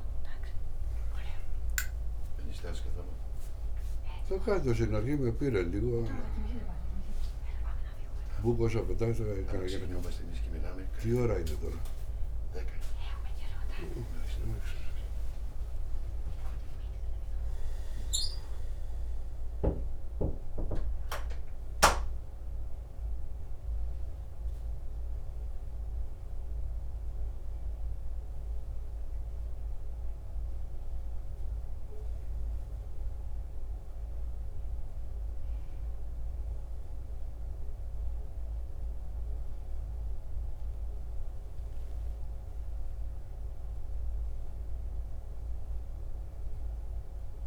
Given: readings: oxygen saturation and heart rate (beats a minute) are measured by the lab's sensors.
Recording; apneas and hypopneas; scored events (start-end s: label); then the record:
a person awake in a sleep study, by a room microphone; none
3.50-8.00 s: snoring (device-marked)
30.00-47.47 s: new sleep stage, N1 (lightest sleep)
From the record:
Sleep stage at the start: awake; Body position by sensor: on the back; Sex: male